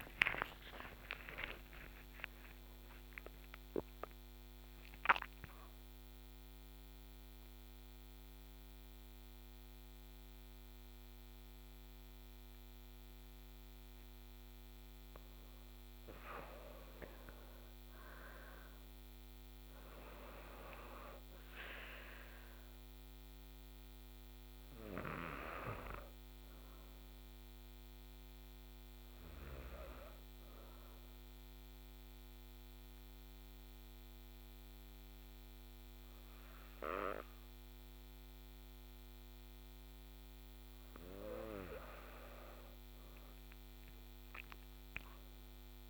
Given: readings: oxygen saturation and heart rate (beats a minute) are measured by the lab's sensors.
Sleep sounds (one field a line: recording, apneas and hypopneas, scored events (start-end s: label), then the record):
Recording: breathing in sleep by a microphone on the trachea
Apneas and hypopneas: 2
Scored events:
0.00-3.50 s: arousal
0.00-7.00 s: oxygen desaturation (device-marked, oxygen 95% lowest, heart rate 57 extreme)
4.50-16.50 s: mixed apnea (oxygen 99% before, 92% lowest, heart rate 94 before, 57 extreme, up 1 after)
18.50-22.00 s: arousal
23.00-36.00 s: oxygen desaturation (device-marked, oxygen 99% before, 92% lowest, heart rate 72 before, 55 extreme)
30.50-41.50 s: mixed apnea (oxygen 99% before, 92% lowest, heart rate 61 before, 55 extreme, up 47 after)
44.00-45.90 s: arousal
From the record:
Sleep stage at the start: N2 (light sleep)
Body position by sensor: on the back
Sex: female